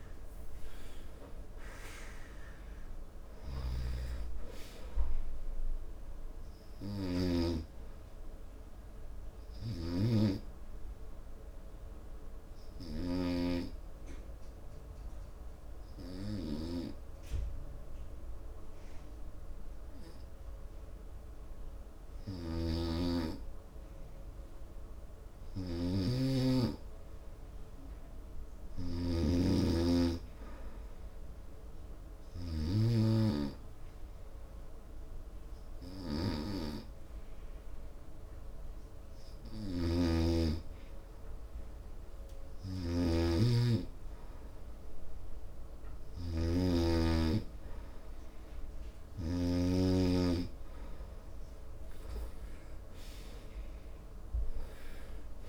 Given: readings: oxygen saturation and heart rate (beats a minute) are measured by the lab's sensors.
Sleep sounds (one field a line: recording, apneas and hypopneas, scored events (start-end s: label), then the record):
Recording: breathing in sleep by a room microphone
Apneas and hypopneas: 1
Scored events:
0.00-2.50 s: arousal
12.00-23.50 s: obstructive apnea (oxygen 95% before, 89% lowest, heart rate 77 before, 66 extreme)
14.00-33.00 s: oxygen desaturation (device-marked, oxygen 94% before, 90% lowest, heart rate 78 before, 66 extreme)
22.50-29.50 s: snoring (device-marked)
29.50-34.00 s: arousal
40.00-50.00 s: snoring (device-marked)
49.00-55.49 s: oxygen desaturation (device-marked, oxygen 95% before, 89% lowest, heart rate 69 before, 66 extreme)
52.00-55.49 s: arousal
From the record:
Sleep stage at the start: N2 (light sleep)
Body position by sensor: on the right side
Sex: male